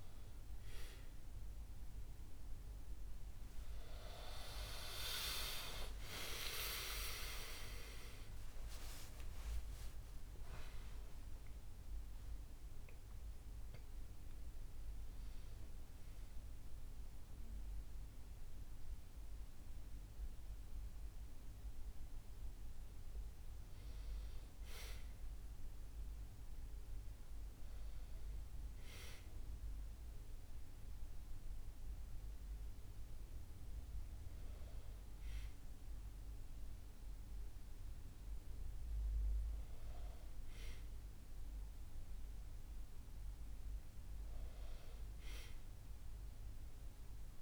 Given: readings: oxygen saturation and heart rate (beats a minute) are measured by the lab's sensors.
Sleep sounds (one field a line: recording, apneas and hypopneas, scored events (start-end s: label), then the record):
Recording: a person awake in a sleep study, by a room microphone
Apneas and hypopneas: none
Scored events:
13.50-47.42 s: new sleep stage, awake
From the record:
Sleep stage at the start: N1 (lightest sleep)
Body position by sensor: on the back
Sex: male